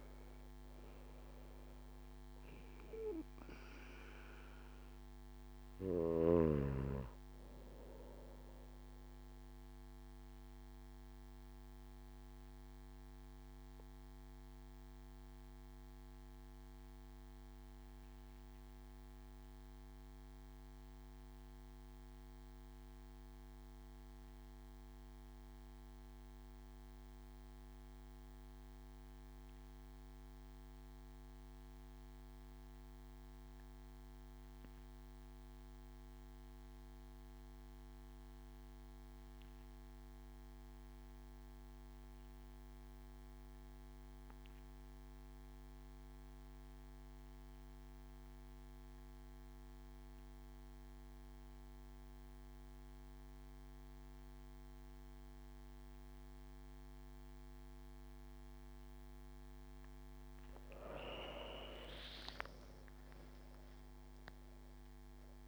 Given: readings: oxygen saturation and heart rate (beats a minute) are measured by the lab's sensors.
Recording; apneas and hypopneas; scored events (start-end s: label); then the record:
breathing in sleep by a microphone on the trachea; 1
0.00-6.00 s: oxygen desaturation (device-marked, oxygen 91% lowest)
5.50-8.50 s: arousal
11.50-58.00 s: obstructive apnea (oxygen 96% before, 88% lowest)
39.00-65.48 s: oxygen desaturation (device-marked, oxygen 97% before, 88% lowest)
59.50-64.50 s: arousal
From the record:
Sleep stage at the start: N1 (lightest sleep); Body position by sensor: on the back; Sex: male